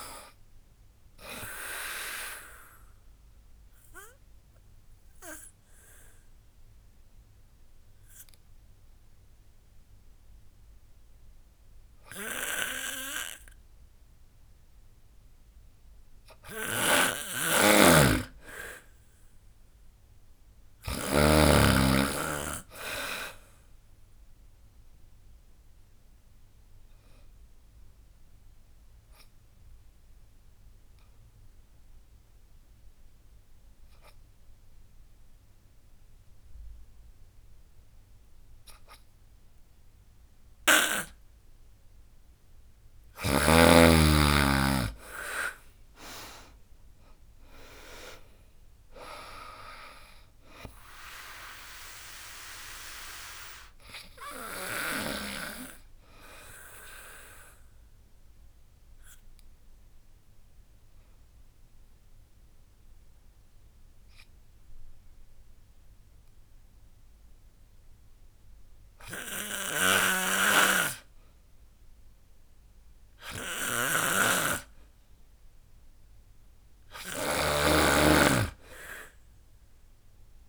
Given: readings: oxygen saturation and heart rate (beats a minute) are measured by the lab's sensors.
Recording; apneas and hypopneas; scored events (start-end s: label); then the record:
breathing in sleep by a room microphone; 3
0.00-7.00 s: drop in pulse transit time (device-marked, heart rate 77 extreme)
1.00-11.00 s: oxygen desaturation (device-marked, oxygen 96% before, 93% lowest, heart rate 77 before, 66 extreme)
2.50-15.50 s: obstructive apnea (oxygen 99% before, 93% lowest, heart rate 78 before, 66 extreme, up 18 after)
16.00-20.50 s: snoring (device-marked)
18.50-21.50 s: arousal
19.00-29.00 s: drop in pulse transit time (device-marked, heart rate 76 before, 76 extreme)
24.50-41.50 s: obstructive apnea (oxygen 98% before, 93% lowest, heart rate 75 before, 67 extreme, up 24 after)
43.50-46.50 s: arousal
44.00-56.00 s: drop in pulse transit time (device-marked, heart rate 74 before, 78 extreme)
45.00-62.00 s: oxygen desaturation (device-marked, oxygen 97% before, 93% lowest, heart rate 74 before, 73 extreme)
52.50-75.00 s: obstructive apnea (oxygen 97% before, 92% lowest, heart rate 78 before, 70 extreme, up 6 after)
69.00-80.48 s: snoring (device-marked)
76.00-79.00 s: arousal
78.00-80.48 s: oxygen desaturation (device-marked, oxygen 99% before, 95% lowest, heart rate 75 before, 70 extreme)
From the record:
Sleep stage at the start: N2 (light sleep); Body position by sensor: on the back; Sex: female